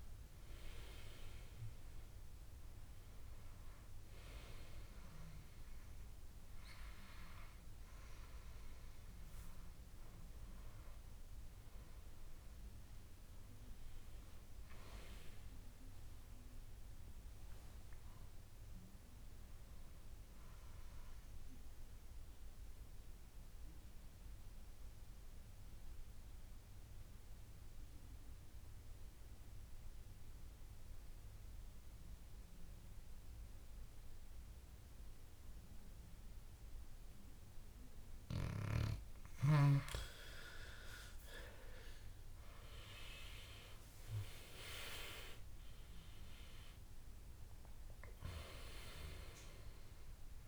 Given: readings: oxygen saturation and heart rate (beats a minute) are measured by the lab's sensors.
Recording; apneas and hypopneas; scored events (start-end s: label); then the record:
breathing in sleep by a room microphone; 1
0.00-15.50 s: oxygen desaturation (device-marked, oxygen 90% lowest, heart rate 66 extreme)
23.00-39.50 s: obstructive apnea (oxygen 98% before, 90% lowest, heart rate 76 before, 66 extreme, up 15 after)
38.50-50.48 s: oxygen desaturation (device-marked, oxygen 97% before, 90% lowest, heart rate 71 before, 63 extreme)
42.00-46.50 s: arousal
From the record:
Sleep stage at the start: N2 (light sleep); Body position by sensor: on the back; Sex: male